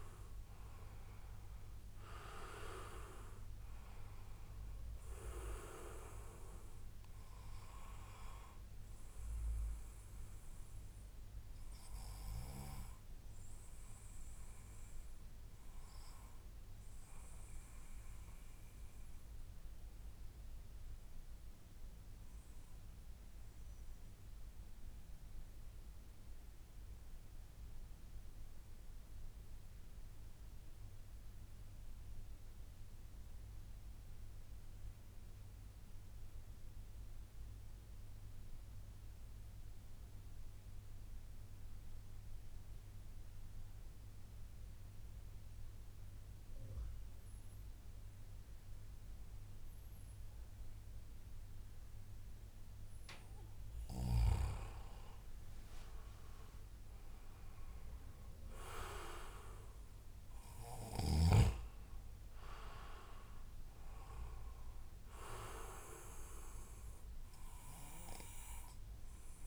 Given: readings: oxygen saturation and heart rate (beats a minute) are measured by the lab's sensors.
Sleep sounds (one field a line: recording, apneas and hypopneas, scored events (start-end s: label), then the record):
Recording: breathing in sleep by a room microphone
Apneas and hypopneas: 1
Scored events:
1.50-3.50 s: long interval between heartbeats (device-marked, heart rate 107 before, 105 extreme)
7.50-26.50 s: oxygen desaturation (device-marked, oxygen 95% before, 92% lowest, heart rate 109 before, 75 extreme)
18.50-52.00 s: obstructive apnea (oxygen 97% before, 91% lowest, heart rate 108 before, 75 extreme, up 48 after)
20.00-22.00 s: long interval between heartbeats (device-marked, heart rate 108 before, 107 extreme)
38.00-40.00 s: long interval between heartbeats (device-marked, heart rate 100 before, 97 extreme)
54.50-58.00 s: arousal
64.50-69.47 s: oxygen desaturation (device-marked, oxygen 96% before, 91% lowest, heart rate 100 before, 94 extreme)
65.00-67.00 s: long interval between heartbeats (device-marked, heart rate 100 before, 115 extreme)
From the record:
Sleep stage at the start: REM sleep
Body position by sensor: on the back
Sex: male